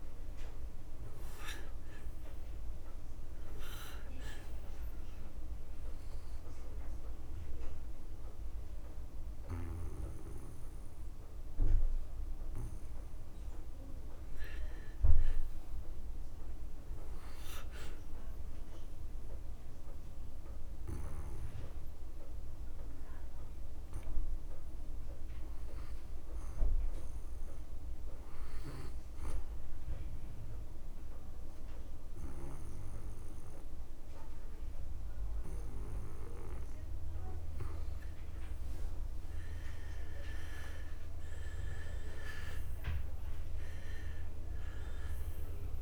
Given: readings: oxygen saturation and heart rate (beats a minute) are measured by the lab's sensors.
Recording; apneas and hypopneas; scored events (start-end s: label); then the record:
breathing in sleep by a room microphone; 2
0.00-22.50 s: oxygen desaturation (device-marked, oxygen 89% lowest)
5.50-15.50 s: obstructive apnea (oxygen 97% before, 86% lowest)
23.50-26.50 s: arousal
29.50-39.50 s: obstructive apnea (oxygen 93% before, 86% lowest)
40.50-45.82 s: oxygen desaturation (device-marked, oxygen 92% before, 86% lowest)
43.00-45.82 s: arousal
From the record:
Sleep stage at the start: N2 (light sleep); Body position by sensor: on the back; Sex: male